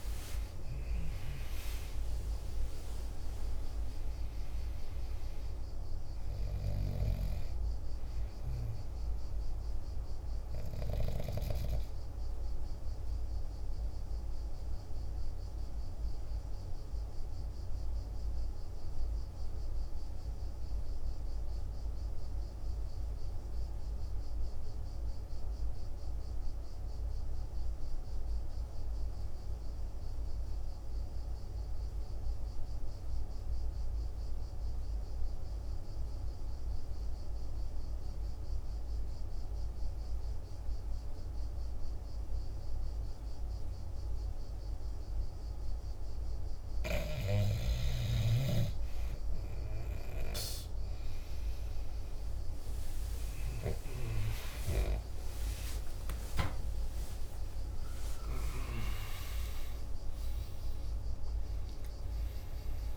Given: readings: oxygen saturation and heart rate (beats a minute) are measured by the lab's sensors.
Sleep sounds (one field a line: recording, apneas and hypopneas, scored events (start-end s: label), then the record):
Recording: breathing in sleep by a room microphone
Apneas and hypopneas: 1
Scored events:
0.00-25.00 s: oxygen desaturation (device-marked, oxygen 84% lowest, heart rate 48 extreme)
14.50-46.00 s: obstructive apnea (oxygen 97% before, 83% lowest, heart rate 59 before, 48 extreme, up 12 after)
39.00-62.97 s: oxygen desaturation (device-marked, oxygen 99% before, 83% lowest, heart rate 48 before, 48 extreme)
56.00-60.00 s: arousal
From the record:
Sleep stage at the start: N2 (light sleep)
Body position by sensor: on the back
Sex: male